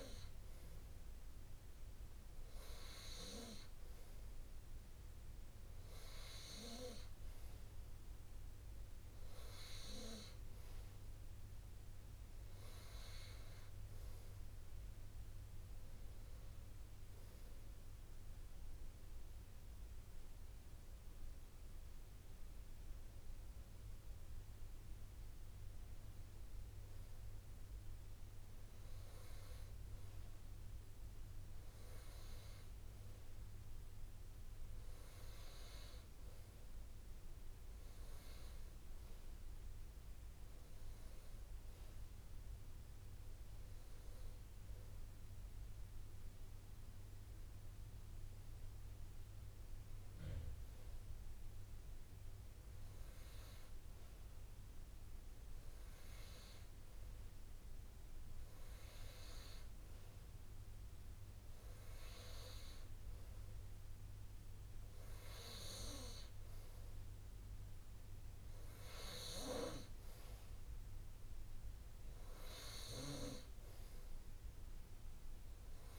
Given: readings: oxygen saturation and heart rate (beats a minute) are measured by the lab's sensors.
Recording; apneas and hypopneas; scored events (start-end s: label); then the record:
breathing in sleep by a room microphone; none
0.00-1.00 s: long interval between heartbeats (device-marked, heart rate 58 extreme)
2.50-4.50 s: long interval between heartbeats (device-marked, heart rate 62 before, 59 extreme)
6.50-8.50 s: long interval between heartbeats (device-marked, heart rate 61 before, 49 extreme)
16.50-18.50 s: long interval between heartbeats (device-marked, heart rate 55 before, 66 extreme)
21.00-75.99 s: new sleep stage, REM sleep
22.00-24.00 s: long interval between heartbeats (device-marked, heart rate 55 before, 55 extreme)
31.00-33.00 s: long interval between heartbeats (device-marked, heart rate 57 before, 61 extreme)
From the record:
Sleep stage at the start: N2 (light sleep); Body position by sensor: on the right side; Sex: male